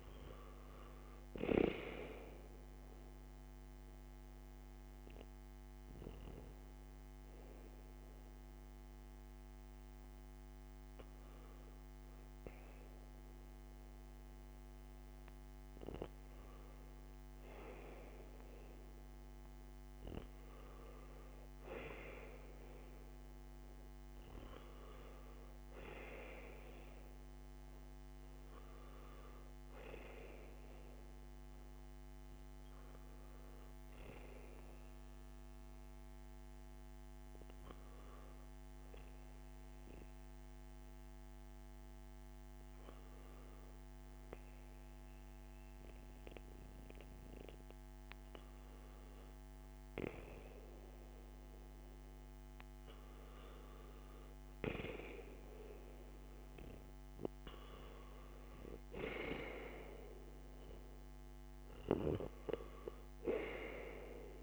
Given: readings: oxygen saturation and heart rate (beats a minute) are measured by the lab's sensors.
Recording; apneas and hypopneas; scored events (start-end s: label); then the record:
breathing in sleep by a microphone on the trachea; 2
4.00-17.50 s: hypopnea (oxygen 96% before, 93% lowest, heart rate 58 before, 57 extreme, up 2 after)
22.00-26.00 s: arousal
37.00-49.00 s: obstructive apnea (oxygen 96% before, 93% lowest, heart rate 59 before, 57 extreme, up 17 after)
52.50-57.50 s: arousal
From the record:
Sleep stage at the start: N1 (lightest sleep); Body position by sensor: on the back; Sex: male